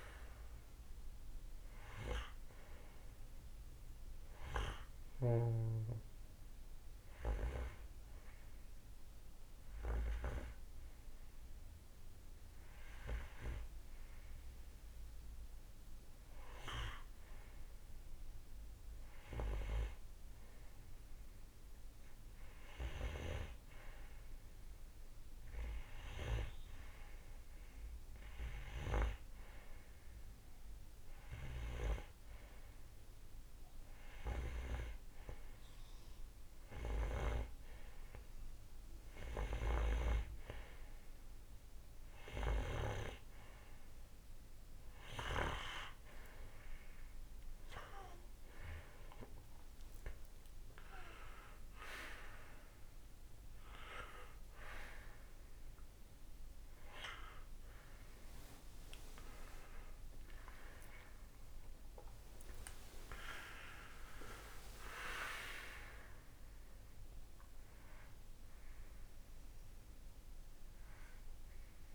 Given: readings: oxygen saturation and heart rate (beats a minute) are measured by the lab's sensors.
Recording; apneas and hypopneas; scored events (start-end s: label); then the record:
breathing in sleep by a room microphone; none
0.00-11.50 s: oxygen desaturation (device-marked, oxygen 92% lowest, heart rate 56 extreme)
60.00-64.50 s: arousal
From the record:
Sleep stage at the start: N2 (light sleep); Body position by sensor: on the right side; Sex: male